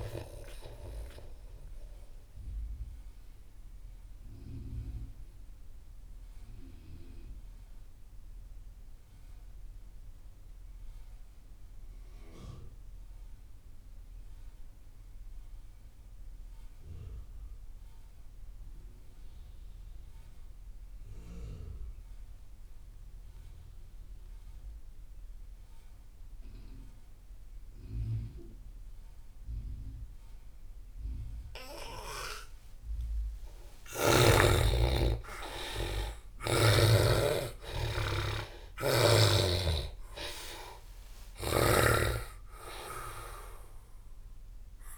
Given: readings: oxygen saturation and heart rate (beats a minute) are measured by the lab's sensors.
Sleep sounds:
breathing in sleep by a room microphone; 1
0.00-13.50 s: oxygen desaturation (device-marked, oxygen 71% lowest)
2.00-33.50 s: mixed apnea (oxygen 96% before, 71% lowest)
31.50-44.98 s: oxygen desaturation (device-marked, oxygen 98% before, 79% lowest)
35.00-40.00 s: arousal
From the record:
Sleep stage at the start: N2 (light sleep); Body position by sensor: on the back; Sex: male

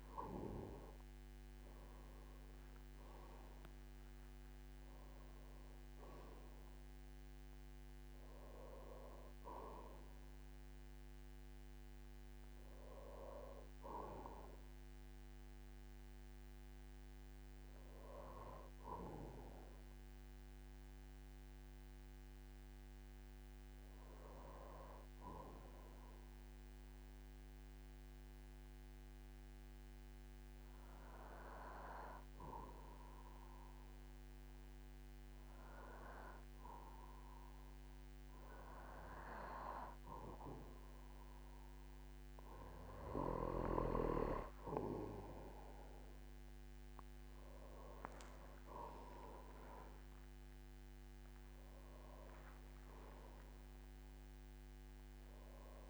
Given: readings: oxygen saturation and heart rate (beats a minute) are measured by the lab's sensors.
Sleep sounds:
breathing in sleep by a microphone on the trachea; 1
0.00-25.00 s: oxygen desaturation (device-marked, oxygen 94% lowest, heart rate 47 extreme)
2.00-7.00 s: arousal
19.00-39.50 s: hypopnea (oxygen 98% before, 94% lowest, heart rate 57 before, 47 extreme, up 8 after)
47.00-55.90 s: oxygen desaturation (device-marked, oxygen 98% before, 94% lowest, heart rate 50 before, 45 extreme)
47.50-52.00 s: arousal
48.00-50.00 s: long interval between heartbeats (device-marked, heart rate 51 before, 67 extreme)
50.00-52.00 s: long interval between heartbeats (device-marked, heart rate 53 before, 80 extreme)
From the record:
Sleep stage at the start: N2 (light sleep); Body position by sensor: on the back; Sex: male

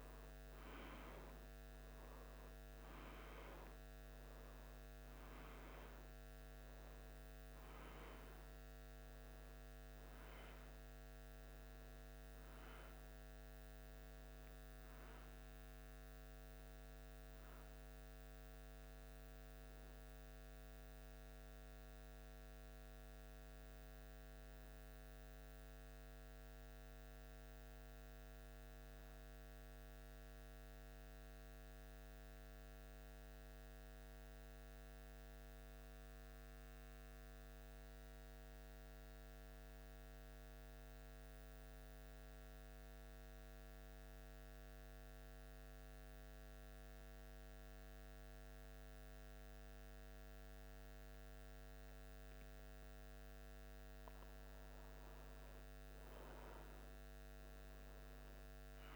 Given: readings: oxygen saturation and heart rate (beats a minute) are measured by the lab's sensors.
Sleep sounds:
breathing in sleep, hard to hear, by a microphone on the trachea; 1
20.50-58.96 s: new sleep stage, N2 (light sleep)
23.50-28.00 s: arousal
30.00-54.50 s: mixed apnea (oxygen 95% before, 92% lowest, heart rate 76 before, 73 extreme, up 2 after)
56.50-58.96 s: oxygen desaturation (device-marked, oxygen 99% before, 92% lowest, heart rate 75 before, 71 extreme)
57.00-58.96 s: arousal
From the record:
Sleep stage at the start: N1 (lightest sleep); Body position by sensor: on the back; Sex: male

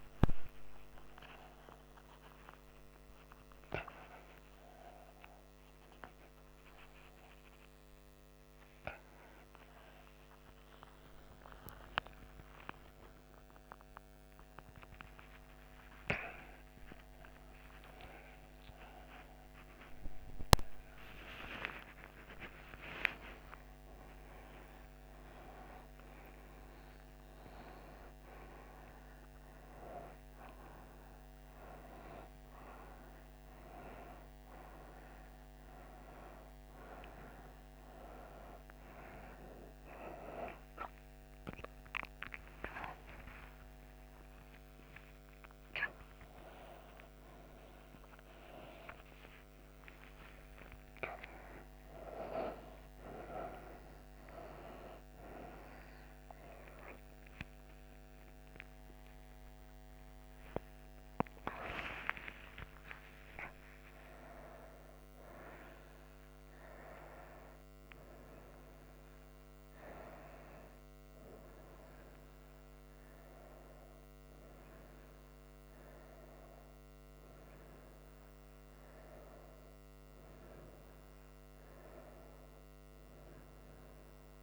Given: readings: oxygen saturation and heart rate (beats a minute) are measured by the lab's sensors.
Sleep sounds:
a person awake in a sleep study, by a microphone on the trachea; none
55.00-62.00 s: oxygen desaturation (device-marked, oxygen 100% before, 96% lowest, heart rate 154 before, 82 extreme)
From the record:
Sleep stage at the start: awake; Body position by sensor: on the right side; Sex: female

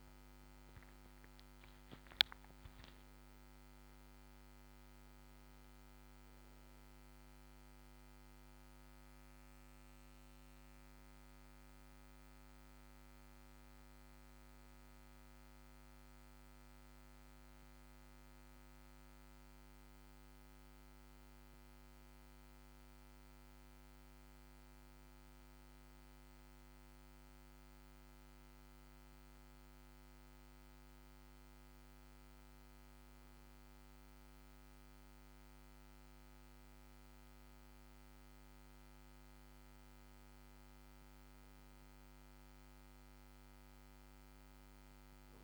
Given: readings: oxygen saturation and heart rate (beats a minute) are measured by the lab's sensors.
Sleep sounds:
breathing in sleep, hard to hear, by a microphone on the trachea; none
0.00-5.00 s: oxygen desaturation (device-marked, oxygen 91% lowest, heart rate 54 extreme)
1.50-5.00 s: arousal
From the record:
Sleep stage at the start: N2 (light sleep); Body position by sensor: on the back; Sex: male

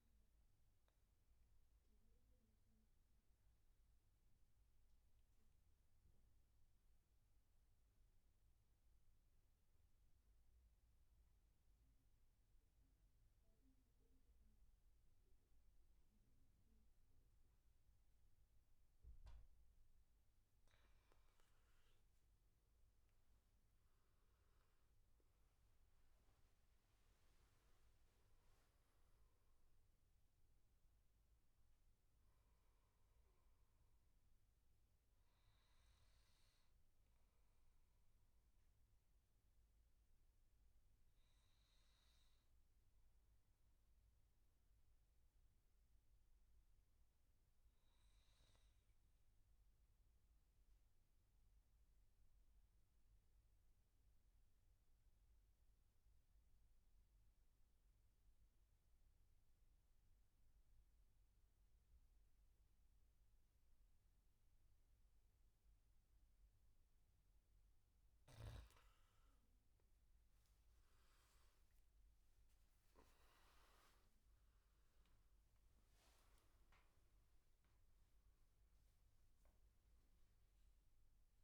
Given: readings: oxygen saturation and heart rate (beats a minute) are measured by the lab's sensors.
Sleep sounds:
breathing in sleep, hard to hear, by a room microphone; 2
0.00-12.00 s: oxygen desaturation (device-marked, oxygen 93% lowest, heart rate 70 extreme)
1.00-18.50 s: obstructive apnea (oxygen 99% before, 91% lowest, heart rate 77 before, 64 extreme, up 8 after)
20.00-23.50 s: arousal
23.00-46.00 s: oxygen desaturation (device-marked, oxygen 98% before, 92% lowest, heart rate 76 before, 64 extreme)
38.50-66.00 s: obstructive apnea (oxygen 98% before, 91% lowest, heart rate 79 before, 66 extreme, up 16 after)
62.00-81.44 s: oxygen desaturation (device-marked, oxygen 99% before, 91% lowest, heart rate 71 before, 78 extreme)
80.00-81.44 s: new sleep stage, awake
From the record:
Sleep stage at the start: N2 (light sleep); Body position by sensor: on the back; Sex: male

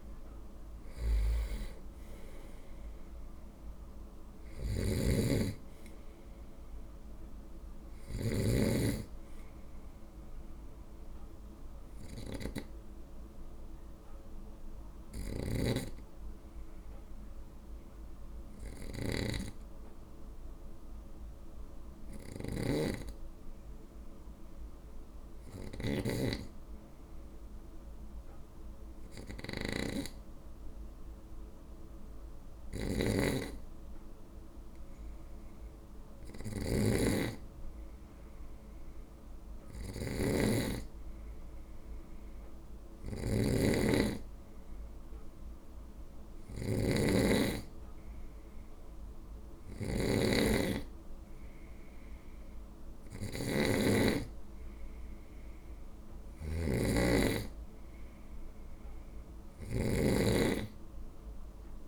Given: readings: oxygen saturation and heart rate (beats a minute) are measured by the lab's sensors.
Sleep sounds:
breathing in sleep by a room microphone; 1
3.00-7.50 s: arousal
4.00-8.00 s: snoring (device-marked)
12.50-32.50 s: hypopnea (oxygen 98% before, 94% lowest, heart rate 55 before, 51 extreme, up 3 after)
15.00-61.88 s: snoring (device-marked)
34.50-38.50 s: arousal
From the record:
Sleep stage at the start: N2 (light sleep); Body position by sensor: on the right side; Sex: male

